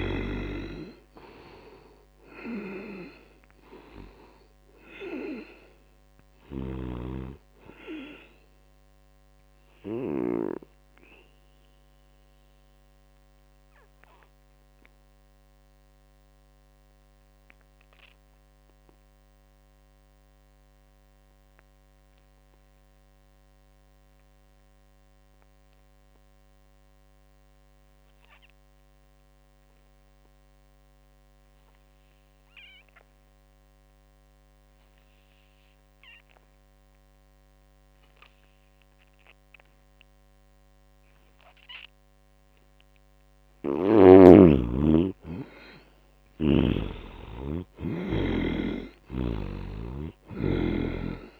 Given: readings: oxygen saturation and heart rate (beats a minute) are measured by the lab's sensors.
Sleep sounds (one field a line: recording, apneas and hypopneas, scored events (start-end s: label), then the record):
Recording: breathing in sleep by a microphone on the trachea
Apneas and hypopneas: 1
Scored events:
0.00-18.00 s: oxygen desaturation (device-marked, oxygen 71% lowest, heart rate 62 extreme)
6.00-10.00 s: snoring (device-marked)
8.00-41.00 s: obstructive apnea (oxygen 98% before, 71% lowest, heart rate 73 before, 70 extreme, up 2 after)
32.00-51.40 s: oxygen desaturation (device-marked, oxygen 99% before, 72% lowest, heart rate 78 before, 69 extreme)
43.00-47.00 s: arousal
From the record:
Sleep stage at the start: N2 (light sleep)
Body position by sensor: on the back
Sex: male